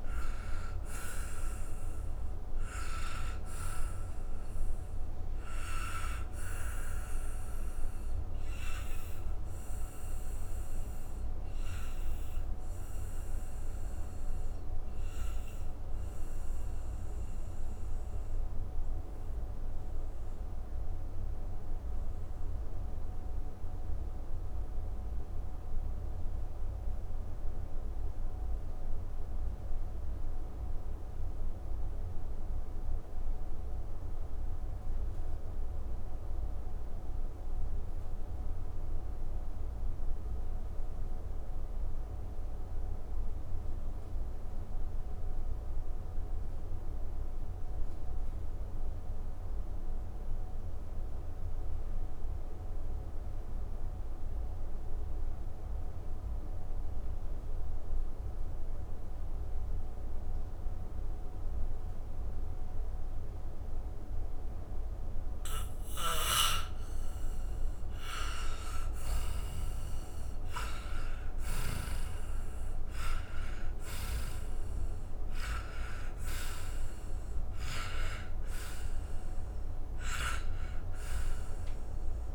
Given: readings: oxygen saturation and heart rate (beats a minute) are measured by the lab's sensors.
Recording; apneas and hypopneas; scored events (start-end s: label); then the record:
breathing in sleep by a room microphone; 1
0.00-36.50 s: oxygen desaturation (device-marked, oxygen 85% lowest, heart rate 69 extreme)
7.50-67.00 s: mixed apnea (oxygen 98% before, 83% lowest, heart rate 104 before, 26 extreme, up 8 after)
65.50-82.35 s: oxygen desaturation (device-marked, oxygen 98% before, 83% lowest, heart rate 126 before, 42 extreme)
68.00-73.00 s: arousal
From the record:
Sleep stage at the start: N2 (light sleep); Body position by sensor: on the back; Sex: male